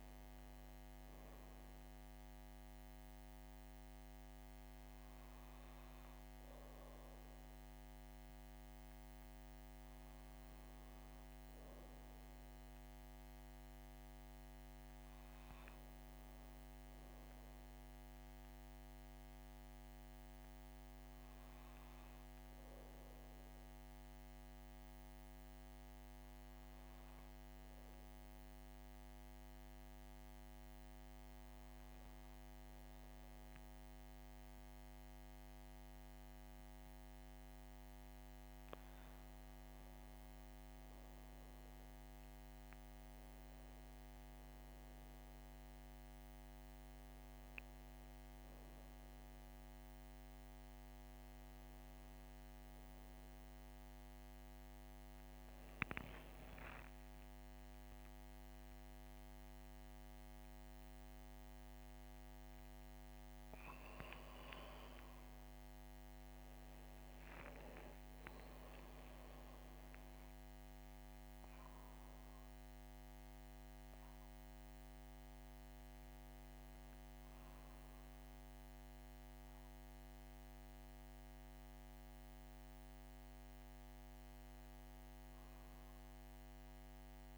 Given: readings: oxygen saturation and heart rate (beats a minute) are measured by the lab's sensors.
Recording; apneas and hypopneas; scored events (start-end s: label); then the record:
a person partly awake in a sleep study, hard to hear, by a microphone on the trachea; 1
24.50-37.00 s: hypopnea (oxygen 98% before, 95% lowest, heart rate 65 before, 61 extreme, up 2 after)
39.50-43.50 s: arousal
61.00-87.38 s: new sleep stage, awake
From the record:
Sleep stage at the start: N2 (light sleep); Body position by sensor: on the back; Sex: female